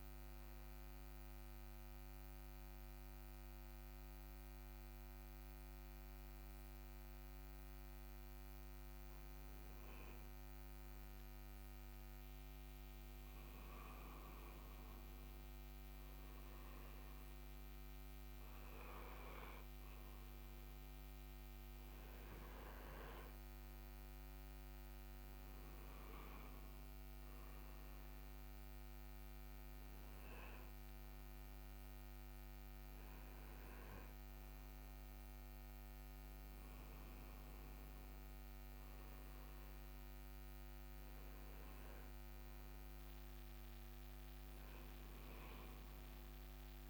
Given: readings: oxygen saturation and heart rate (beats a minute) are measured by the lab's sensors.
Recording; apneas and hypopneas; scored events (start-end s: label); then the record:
breathing in sleep, hard to hear, by a microphone on the trachea; 1
2.00-14.00 s: obstructive apnea (oxygen 98% before, 93% lowest, heart rate 67 before, 66 extreme, up 2 after)
3.00-11.00 s: oxygen desaturation (device-marked, oxygen 96% before, 94% lowest, heart rate 67 before, 66 extreme)
16.50-19.50 s: arousal
From the record:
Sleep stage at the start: N2 (light sleep); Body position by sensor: on the front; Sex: male